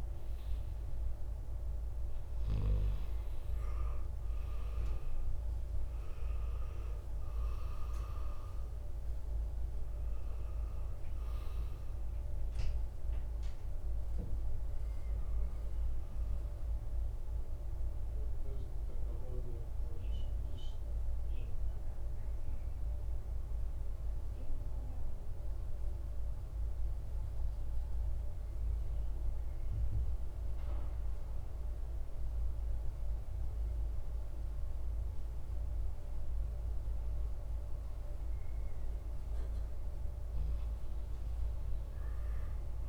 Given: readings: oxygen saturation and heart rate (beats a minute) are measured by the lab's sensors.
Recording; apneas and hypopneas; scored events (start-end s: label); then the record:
breathing in sleep, hard to hear, by a room microphone; 1
0.00-3.00 s: arousal
24.00-38.00 s: obstructive apnea (oxygen 97% before, 95% lowest, heart rate 58 before, 52 extreme, up 4 after)
40.00-42.89 s: arousal
From the record:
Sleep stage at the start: N2 (light sleep); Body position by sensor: on the right side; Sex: male